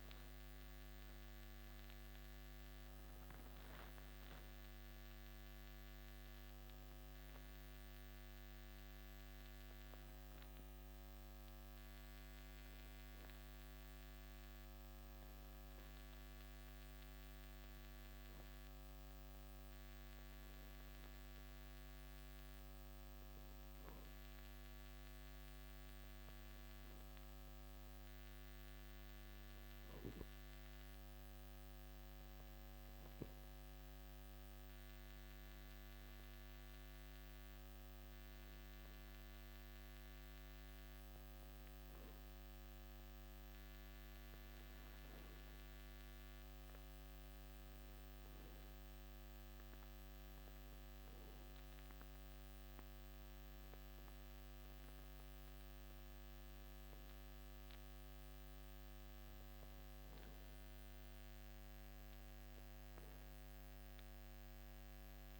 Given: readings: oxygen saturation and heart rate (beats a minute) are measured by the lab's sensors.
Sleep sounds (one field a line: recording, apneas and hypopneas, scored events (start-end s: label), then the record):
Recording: a person awake in a sleep study, hard to hear, by a microphone on the trachea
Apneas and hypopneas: none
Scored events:
none scored
From the record:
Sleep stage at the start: awake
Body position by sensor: on the back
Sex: male